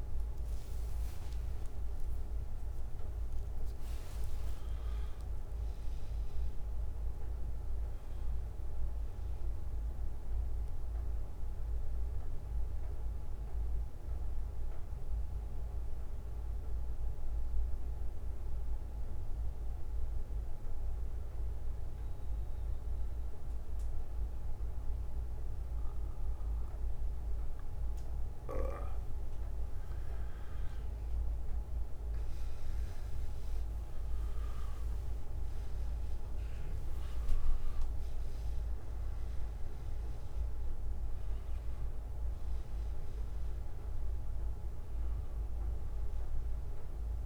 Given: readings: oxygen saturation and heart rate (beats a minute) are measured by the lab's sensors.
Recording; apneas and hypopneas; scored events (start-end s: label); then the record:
breathing in sleep, hard to hear, by a room microphone; 1
0.00-2.00 s: bradycardia (device-marked, heart rate 46 extreme)
1.50-6.50 s: arousal
10.00-27.00 s: bradycardia (device-marked, heart rate 60 before, 49 extreme)
12.50-29.50 s: central apnea (oxygen 94% before, 92% lowest, heart rate 58 before, 49 extreme, up 33 after)
32.50-37.50 s: arousal
From the record:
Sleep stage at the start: N2 (light sleep); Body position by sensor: on the back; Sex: male